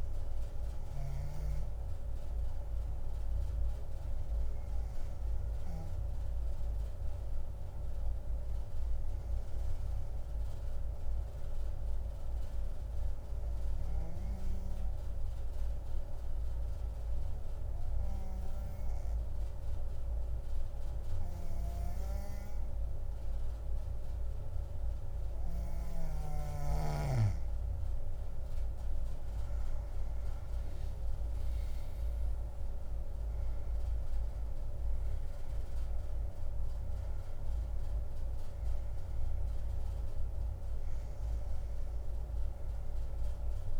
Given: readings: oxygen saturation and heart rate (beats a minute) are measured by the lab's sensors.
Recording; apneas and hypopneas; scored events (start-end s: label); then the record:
breathing in sleep, hard to hear, by a room microphone; 1
13.00-27.00 s: obstructive apnea (oxygen 94% before, 87% lowest, heart rate 70 before, 63 extreme, up 10 after)
28.00-43.00 s: oxygen desaturation (device-marked, oxygen 93% before, 87% lowest, heart rate 69 before, 61 extreme)
29.00-33.00 s: arousal
From the record:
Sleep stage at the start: N2 (light sleep); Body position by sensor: on the back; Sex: female